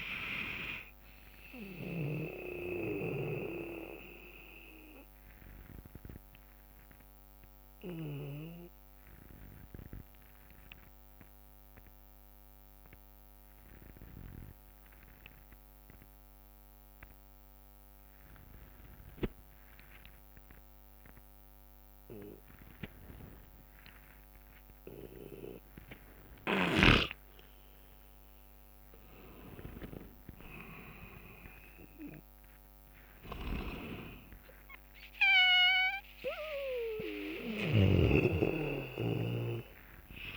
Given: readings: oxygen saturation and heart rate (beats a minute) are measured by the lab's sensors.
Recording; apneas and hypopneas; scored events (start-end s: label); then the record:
breathing in sleep by a microphone on the trachea; 1
0.00-2.50 s: snoring (device-marked)
4.50-27.50 s: obstructive apnea (oxygen 99% before, 91% lowest, heart rate 73 before, 57 extreme, up 7 after)
12.00-21.00 s: bradycardia (device-marked, heart rate 66 before, 57 extreme)
27.00-40.37 s: oxygen desaturation (device-marked, oxygen 99% before, 91% lowest, heart rate 60 before, 55 extreme)
29.50-34.00 s: arousal
35.00-40.37 s: bradycardia (device-marked, heart rate 65 before, 58 extreme)
37.50-40.37 s: snoring (device-marked)
From the record:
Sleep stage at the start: N2 (light sleep); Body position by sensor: on the back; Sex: male